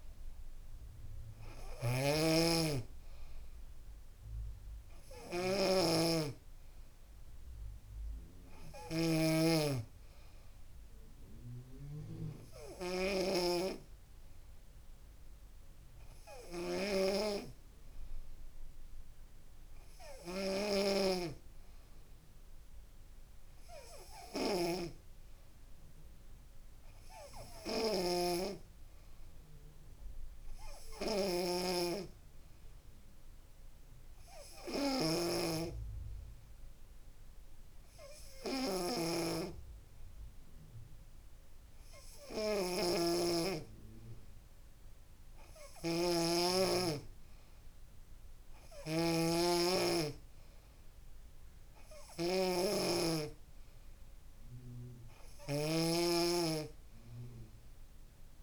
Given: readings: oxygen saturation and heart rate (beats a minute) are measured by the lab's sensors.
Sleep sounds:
a person awake in a sleep study, by a room microphone; none
0.50-30.50 s: new sleep stage, awake
9.50-11.50 s: long interval between heartbeats (device-marked, heart rate 70 before, 73 extreme)
19.00-21.00 s: long interval between heartbeats (device-marked, heart rate 81 before, 89 extreme)
24.50-26.50 s: long interval between heartbeats (device-marked, heart rate 86 before, 88 extreme)
30.50-58.43 s: new sleep stage, N2 (light sleep)
From the record:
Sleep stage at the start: N2 (light sleep); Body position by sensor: on the back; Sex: female

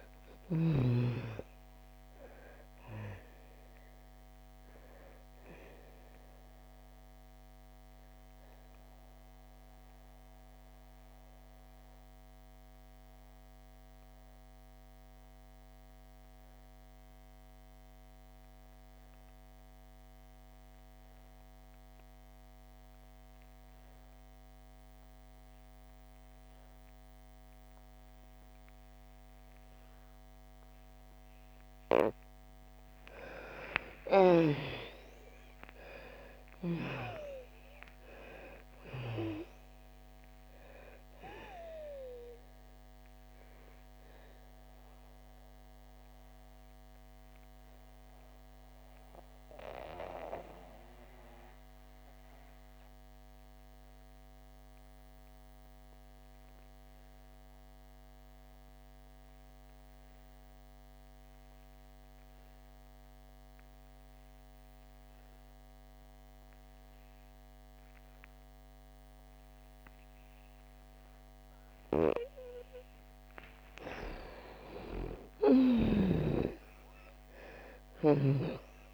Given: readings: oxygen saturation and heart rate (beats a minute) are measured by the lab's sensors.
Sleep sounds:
breathing in sleep by a microphone on the trachea; 2
0.00-1.00 s: arousal
0.00-23.00 s: oxygen desaturation (device-marked, oxygen 82% lowest, heart rate 57 extreme)
6.00-31.00 s: obstructive apnea (oxygen 98% before, 80% lowest, heart rate 66 before, 57 extreme, up 12 after)
32.00-59.00 s: oxygen desaturation (device-marked, oxygen 98% before, 80% lowest, heart rate 60 before, 58 extreme)
34.50-39.00 s: arousal
43.50-71.50 s: obstructive apnea (oxygen 98% before, 78% lowest, heart rate 67 before, 57 extreme, up 13 after)
65.00-78.94 s: oxygen desaturation (device-marked, oxygen 98% before, 78% lowest, heart rate 61 before, 57 extreme)
73.00-77.50 s: arousal
From the record:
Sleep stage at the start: N2 (light sleep); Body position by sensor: on the back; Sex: female

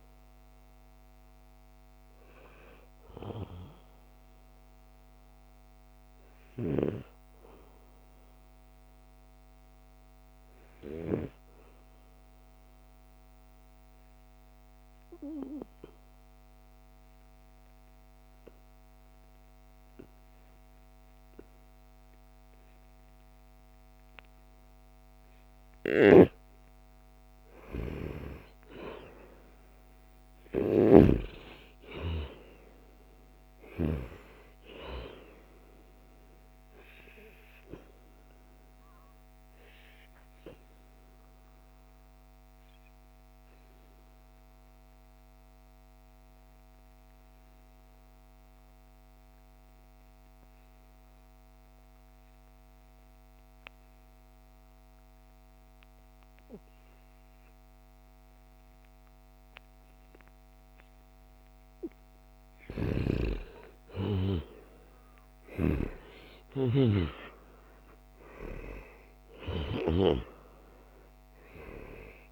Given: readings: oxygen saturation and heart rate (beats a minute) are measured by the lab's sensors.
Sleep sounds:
breathing in sleep by a microphone on the trachea; 2
0.00-12.50 s: oxygen desaturation (device-marked, oxygen 87% lowest, heart rate 68 extreme)
9.00-26.00 s: obstructive apnea (oxygen 94% before, 89% lowest, heart rate 81 before, 72 extreme, up 2 after)
25.50-27.50 s: long interval between heartbeats (device-marked, heart rate 77 before, 75 extreme)
26.00-31.00 s: snoring (device-marked)
27.00-31.50 s: arousal
29.50-51.50 s: oxygen desaturation (device-marked, oxygen 97% before, 91% lowest, heart rate 77 before, 68 extreme)
37.50-60.50 s: obstructive apnea (oxygen 98% before, 89% lowest, heart rate 76 before, 68 extreme, up 6 after)
61.50-66.50 s: arousal
64.50-72.32 s: oxygen desaturation (device-marked, oxygen 96% before, 89% lowest, heart rate 72 before, 74 extreme)
From the record:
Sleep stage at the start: N2 (light sleep); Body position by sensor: on the right side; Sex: male

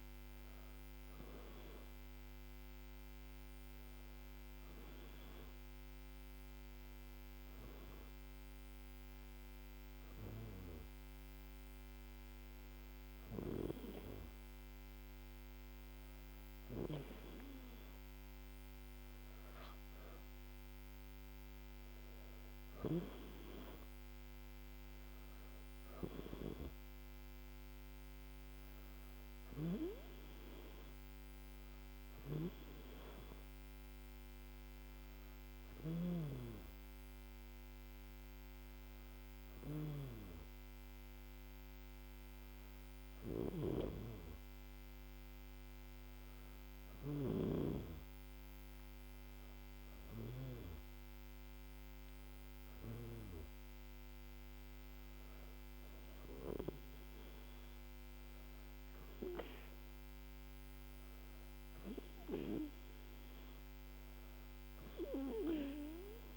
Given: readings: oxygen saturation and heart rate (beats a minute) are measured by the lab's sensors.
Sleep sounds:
breathing in sleep by a microphone on the trachea; 1
5.00-16.50 s: hypopnea (oxygen 97% before, 95% lowest, heart rate 98 before, 77 extreme, up 23 after)
20.50-24.50 s: arousal
From the record:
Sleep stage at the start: N2 (light sleep); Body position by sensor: on the back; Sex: female

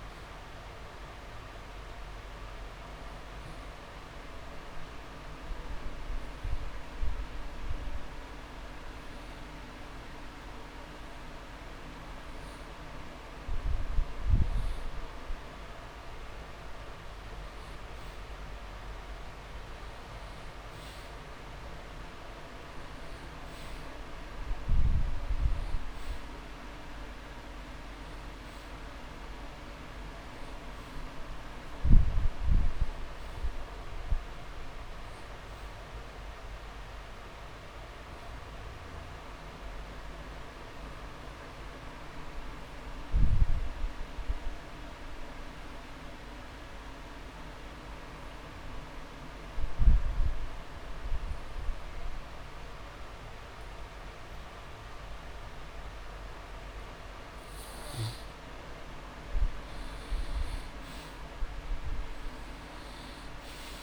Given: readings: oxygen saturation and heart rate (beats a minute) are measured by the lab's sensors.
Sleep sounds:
breathing in sleep, hard to hear, by a room microphone; 2
0.00-7.00 s: oxygen desaturation (device-marked, oxygen 88% lowest)
2.50-4.50 s: long interval between heartbeats (device-marked)
3.50-14.00 s: obstructive apnea (oxygen 98% before, 90% lowest)
16.50-18.50 s: long interval between heartbeats (device-marked)
17.00-20.50 s: arousal
26.00-43.00 s: oxygen desaturation (device-marked, oxygen 98% before, 94% lowest)
40.00-59.00 s: obstructive apnea (oxygen 99% before, 90% lowest)
43.00-45.00 s: long interval between heartbeats (device-marked)
57.50-59.50 s: long interval between heartbeats (device-marked)
61.50-63.83 s: arousal
From the record:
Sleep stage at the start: N2 (light sleep); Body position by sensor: on the back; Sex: male

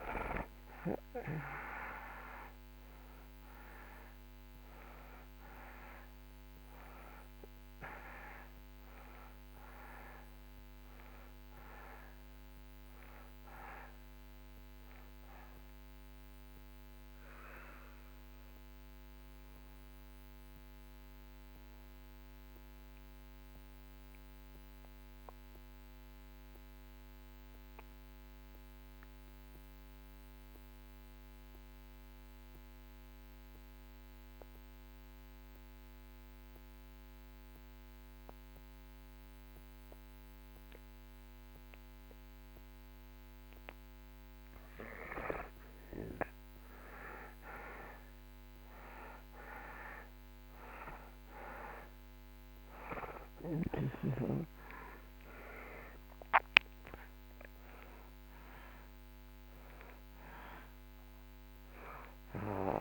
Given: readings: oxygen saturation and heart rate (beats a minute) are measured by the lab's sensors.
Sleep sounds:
breathing in sleep by a microphone on the trachea; 1
0.00-1.00 s: arousal
0.00-37.00 s: oxygen desaturation (device-marked, oxygen 96% before, 77% lowest)
17.50-42.50 s: mixed apnea (oxygen 96% before, 76% lowest)
47.00-51.50 s: arousal
50.00-62.81 s: oxygen desaturation (device-marked, oxygen 97% before, 76% lowest)
From the record:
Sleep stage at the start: N2 (light sleep); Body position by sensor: on the back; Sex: male

